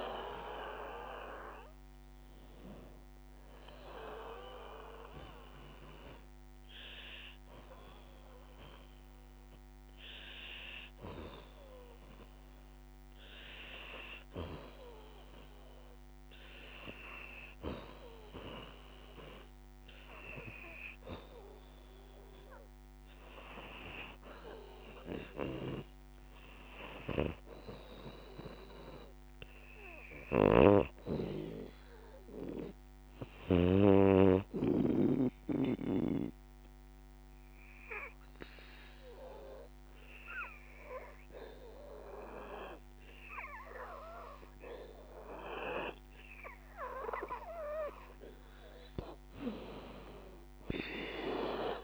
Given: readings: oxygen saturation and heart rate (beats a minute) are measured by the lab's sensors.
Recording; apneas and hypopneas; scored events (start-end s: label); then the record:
breathing in sleep by a microphone on the trachea; 2
0.00-9.00 s: drop in pulse transit time (device-marked, heart rate 73 extreme)
0.00-15.00 s: oxygen desaturation (device-marked, oxygen 88% lowest, heart rate 70 extreme)
4.50-18.00 s: hypopnea (oxygen 97% before, 85% lowest, heart rate 75 before, 70 extreme, up 8 after)
20.50-23.50 s: arousal
25.00-51.84 s: oxygen desaturation (device-marked, oxygen 96% before, 86% lowest, heart rate 75 before, 68 extreme)
35.00-47.50 s: obstructive apnea (oxygen 96% before, 85% lowest, heart rate 77 before, 68 extreme, up 16 after)
49.00-51.84 s: arousal
49.00-51.84 s: drop in pulse transit time (device-marked, heart rate 76 before, 79 extreme)
From the record:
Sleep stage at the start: N2 (light sleep); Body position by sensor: on the back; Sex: female